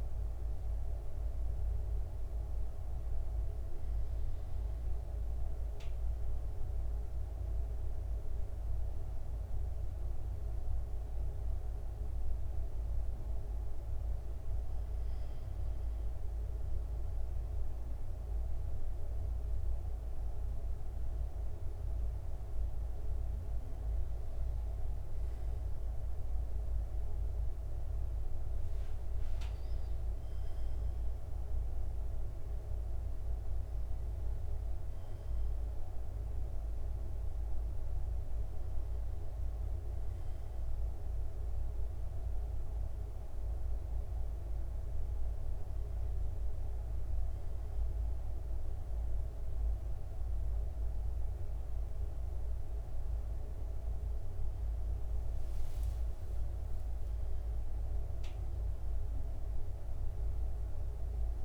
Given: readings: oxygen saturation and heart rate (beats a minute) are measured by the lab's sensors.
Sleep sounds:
breathing in sleep, hard to hear, by a room microphone; none
29.00-34.00 s: arousal
56.50-58.50 s: long interval between heartbeats (device-marked, heart rate 68 before, 77 extreme)
From the record:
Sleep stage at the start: N1 (lightest sleep); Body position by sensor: on the right side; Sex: male

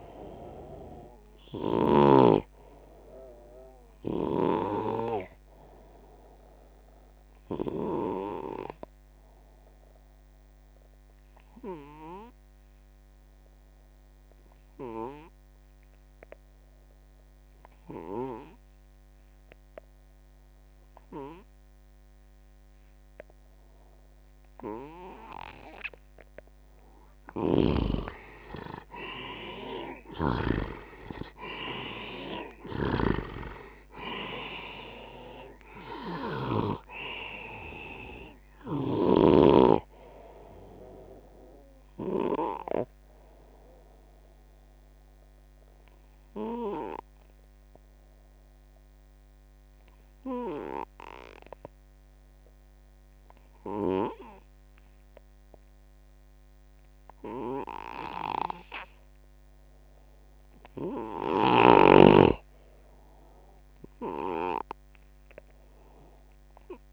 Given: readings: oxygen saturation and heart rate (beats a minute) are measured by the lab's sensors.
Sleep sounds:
breathing in sleep by a microphone on the trachea; 2
0.00-2.00 s: snoring (device-marked)
7.50-26.50 s: obstructive apnea (oxygen 94% before, 87% lowest, heart rate 76 before, 66 extreme, up 10 after)
26.50-56.50 s: oxygen desaturation (device-marked, oxygen 98% before, 87% lowest, heart rate 76 before, 48 extreme)
30.00-33.50 s: arousal
32.50-36.50 s: snoring (device-marked)
43.50-60.50 s: obstructive apnea (oxygen 98% before, 87% lowest, heart rate 77 before, 48 extreme)
61.50-65.50 s: bradycardia (device-marked, heart rate 77 before, 58 extreme)
From the record:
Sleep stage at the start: N2 (light sleep); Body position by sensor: on the left side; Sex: male

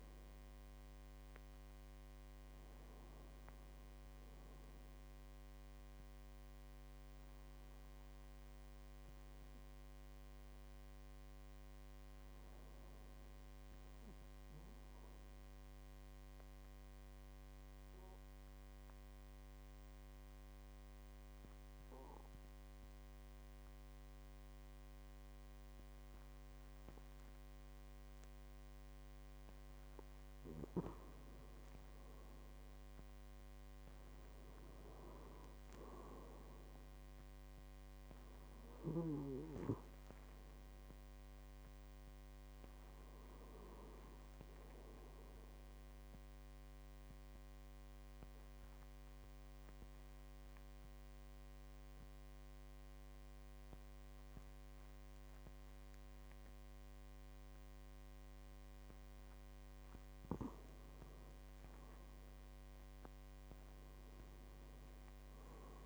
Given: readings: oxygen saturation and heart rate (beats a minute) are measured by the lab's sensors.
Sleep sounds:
breathing in sleep, hard to hear, by a microphone on the trachea; 2
0.00-4.00 s: arousal
15.00-29.50 s: mixed apnea (oxygen 97% before, 93% lowest, heart rate 53 before, 50 extreme, up 6 after)
31.00-35.00 s: arousal
32.00-52.00 s: oxygen desaturation (device-marked, oxygen 96% before, 93% lowest, heart rate 51 before, 51 extreme)
45.00-60.00 s: obstructive apnea (oxygen 97% before, 93% lowest, heart rate 53 before, 48 extreme, up 6 after)
62.50-65.86 s: arousal
From the record:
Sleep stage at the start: N2 (light sleep); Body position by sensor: on the back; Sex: male

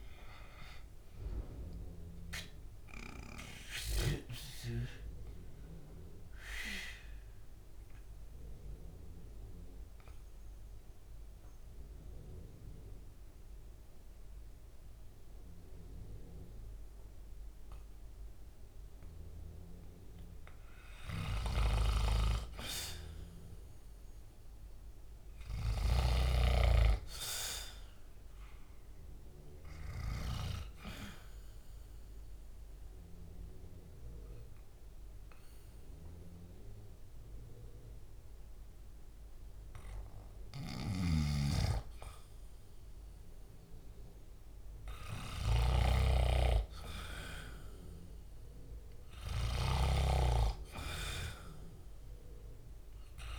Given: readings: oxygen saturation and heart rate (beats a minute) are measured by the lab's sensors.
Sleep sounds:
breathing in sleep by a room microphone; 2
0.00-1.50 s: arousal
5.00-25.00 s: oxygen desaturation (device-marked, oxygen 98% before, 90% lowest, heart rate 67 before, 64 extreme)
5.50-20.50 s: mixed apnea (oxygen 98% before, 90% lowest, heart rate 67 before, 64 extreme, up 4 after)
23.00-26.50 s: arousal
30.50-41.00 s: obstructive apnea (oxygen 98% before, 89% lowest, heart rate 67 before, 64 extreme, up 1 after)
35.00-49.00 s: oxygen desaturation (device-marked, oxygen 98% before, 91% lowest, heart rate 68 before, 64 extreme)
40.50-49.50 s: snoring (device-marked)
46.50-50.00 s: arousal
From the record:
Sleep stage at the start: N2 (light sleep); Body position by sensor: on the back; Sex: male

